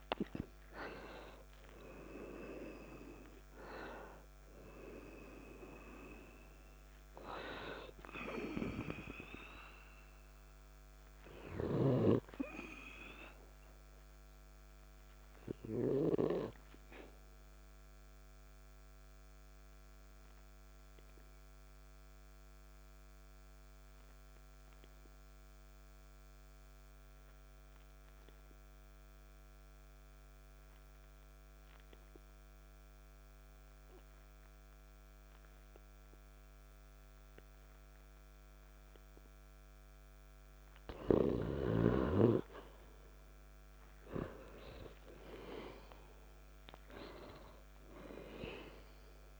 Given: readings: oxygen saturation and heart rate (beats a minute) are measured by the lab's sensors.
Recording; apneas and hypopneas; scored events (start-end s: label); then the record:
breathing in sleep by a microphone on the trachea; 1
18.00-40.50 s: obstructive apnea (oxygen 97% before, 90% lowest, heart rate 58 before, 48 extreme, up 3 after)
19.00-34.00 s: oxygen desaturation (device-marked, oxygen 96% before, 90% lowest, heart rate 58 before, 48 extreme)
43.50-47.00 s: arousal
From the record:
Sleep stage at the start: N2 (light sleep); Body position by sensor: on the back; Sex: male